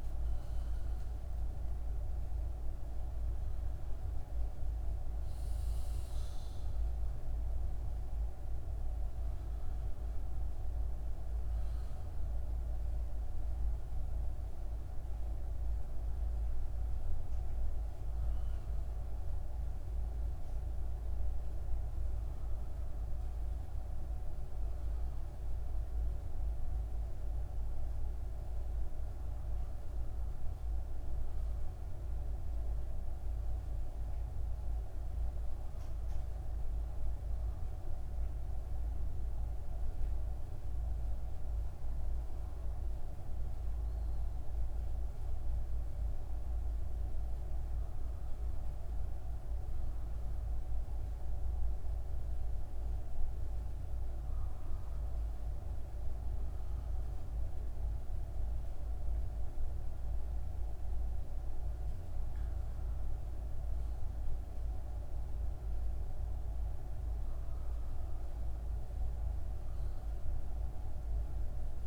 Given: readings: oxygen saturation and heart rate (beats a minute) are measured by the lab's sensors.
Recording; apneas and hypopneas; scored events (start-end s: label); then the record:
a person awake in a sleep study, hard to hear, by a room microphone; none
11.00-18.00 s: oxygen desaturation (device-marked, oxygen 96% before, 91% lowest)
From the record:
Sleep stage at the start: awake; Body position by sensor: on the left side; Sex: male